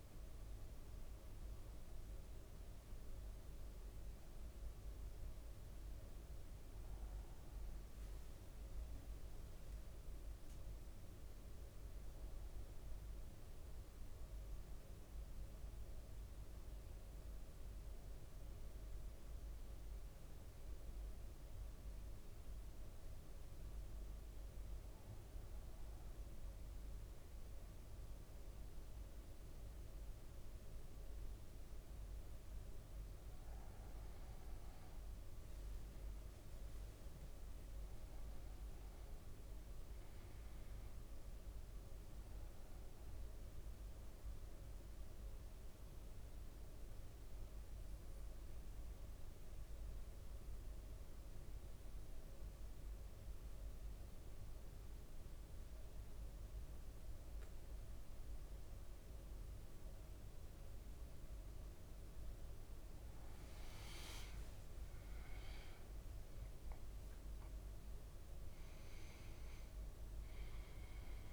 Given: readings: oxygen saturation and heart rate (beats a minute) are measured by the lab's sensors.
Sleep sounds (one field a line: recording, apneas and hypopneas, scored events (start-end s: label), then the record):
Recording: breathing in sleep, hard to hear, by a room microphone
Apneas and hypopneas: 2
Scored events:
0.00-34.50 s: bradycardia (device-marked, heart rate 56 extreme)
5.50-10.00 s: arousal
7.00-9.50 s: leg movement (device-marked)
14.00-33.00 s: obstructive apnea (oxygen 100% before, 95% lowest, heart rate 59 before, 55 extreme, up 5 after)
31.50-58.50 s: oxygen desaturation (device-marked, oxygen 99% before, 95% lowest, heart rate 57 before, 55 extreme)
34.50-37.00 s: leg movement (device-marked)
35.00-39.50 s: arousal
41.50-62.50 s: bradycardia (device-marked, heart rate 58 before, 55 extreme)
44.50-62.00 s: central apnea (oxygen 99% before, 95% lowest, heart rate 59 before, 54 extreme, up 8 after)
62.50-65.00 s: leg movement (device-marked)
65.00-71.32 s: arousal
From the record:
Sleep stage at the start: N1 (lightest sleep)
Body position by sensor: on the back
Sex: male